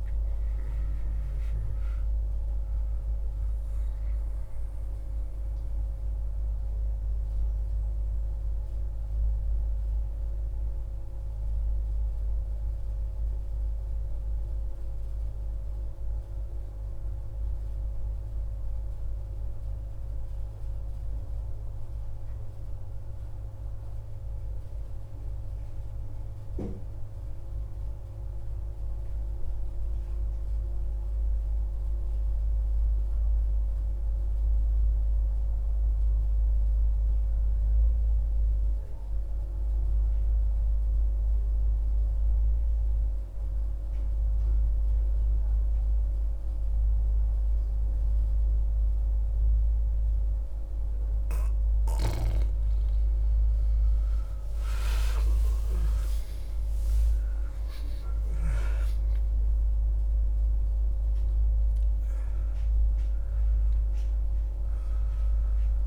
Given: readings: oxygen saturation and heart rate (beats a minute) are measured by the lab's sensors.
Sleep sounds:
breathing in sleep, hard to hear, by a room microphone; 1
0.00-7.00 s: oxygen desaturation (device-marked, oxygen 89% lowest, heart rate 57 extreme)
4.00-51.50 s: mixed apnea (oxygen 96% before, 91% lowest, heart rate 63 before, 58 extreme, up 51 after)
36.00-65.87 s: oxygen desaturation (device-marked, oxygen 97% before, 91% lowest, heart rate 59 before, 58 extreme)
53.00-58.00 s: arousal
From the record:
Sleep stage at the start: N2 (light sleep); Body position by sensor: on the back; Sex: male

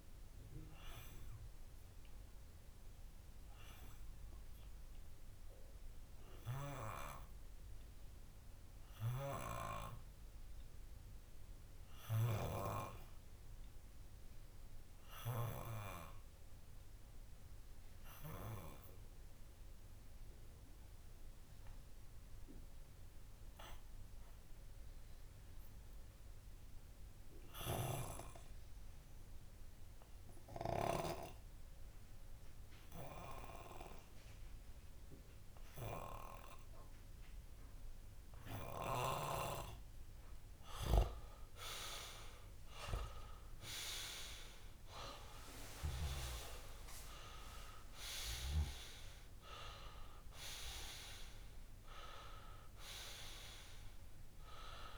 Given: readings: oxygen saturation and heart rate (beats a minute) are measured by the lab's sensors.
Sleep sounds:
breathing in sleep by a room microphone; 1
2.50-39.50 s: obstructive apnea (oxygen 95% before, 93% lowest)
36.00-54.98 s: oxygen desaturation (device-marked, oxygen 98% before, 94% lowest)
43.00-47.00 s: arousal
From the record:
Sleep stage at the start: N2 (light sleep); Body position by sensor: on the left side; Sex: male

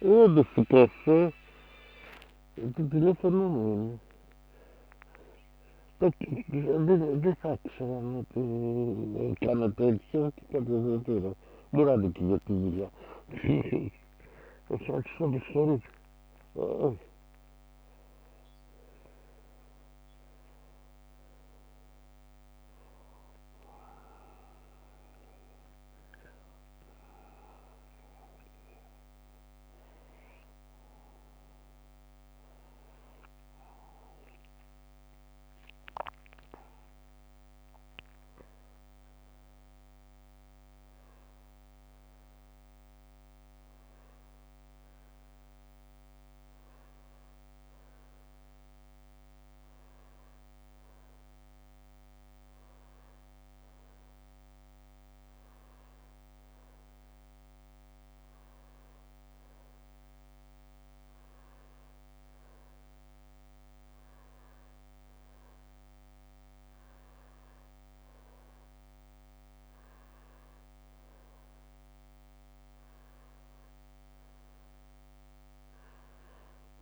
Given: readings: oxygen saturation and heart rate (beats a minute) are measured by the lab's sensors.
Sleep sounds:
a person awake in a sleep study, by a microphone on the trachea; none
3.00-7.00 s: snoring (device-marked)
10.00-13.00 s: leg movement (device-marked)
From the record:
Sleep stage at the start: awake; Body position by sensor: on the back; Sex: male

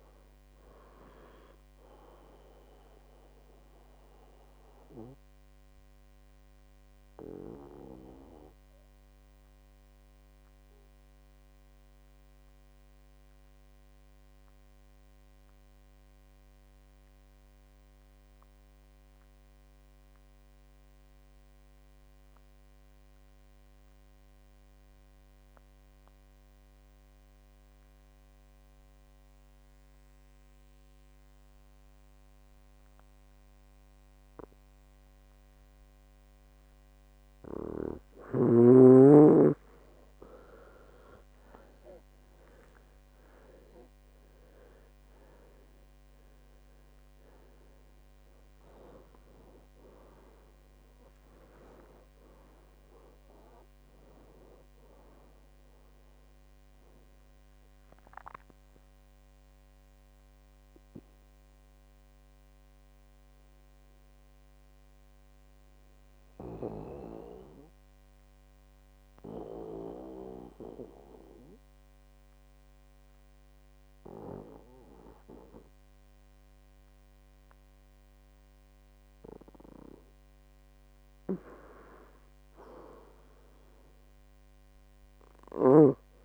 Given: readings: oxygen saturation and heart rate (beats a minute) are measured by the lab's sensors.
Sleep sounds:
breathing in sleep by a microphone on the trachea; 2
0.00-19.00 s: oxygen desaturation (device-marked, oxygen 89% lowest, heart rate 59 extreme)
3.00-37.00 s: obstructive apnea (oxygen 98% before, 89% lowest, heart rate 75 before, 59 extreme, up 18 after)
4.50-6.50 s: long interval between heartbeats (device-marked, heart rate 76 before, 77 extreme)
38.00-65.00 s: oxygen desaturation (device-marked, oxygen 98% before, 91% lowest, heart rate 63 before, 61 extreme)
41.00-43.50 s: arousal
58.50-81.50 s: mixed apnea (oxygen 98% before, 90% lowest, heart rate 79 before, 61 extreme, up 12 after)
From the record:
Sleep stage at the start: N2 (light sleep); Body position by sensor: on the back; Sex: male

